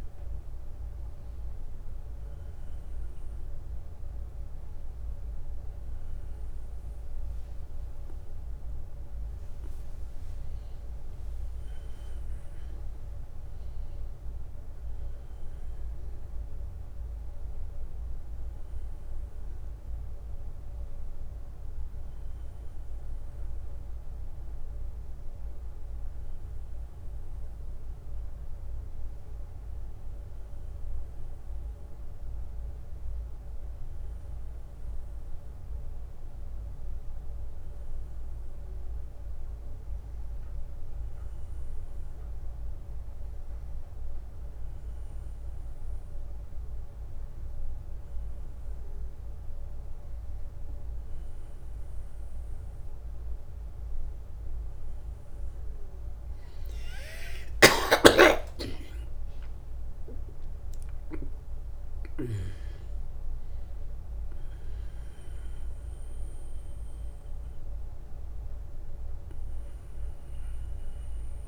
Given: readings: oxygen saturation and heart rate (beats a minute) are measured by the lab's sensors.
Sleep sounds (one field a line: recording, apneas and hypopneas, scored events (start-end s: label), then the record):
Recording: breathing in sleep, hard to hear, by a room microphone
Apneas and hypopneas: none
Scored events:
56.50-59.50 s: arousal
57.00-61.00 s: snoring (device-marked)
From the record:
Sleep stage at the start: N1 (lightest sleep)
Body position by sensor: on the back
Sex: male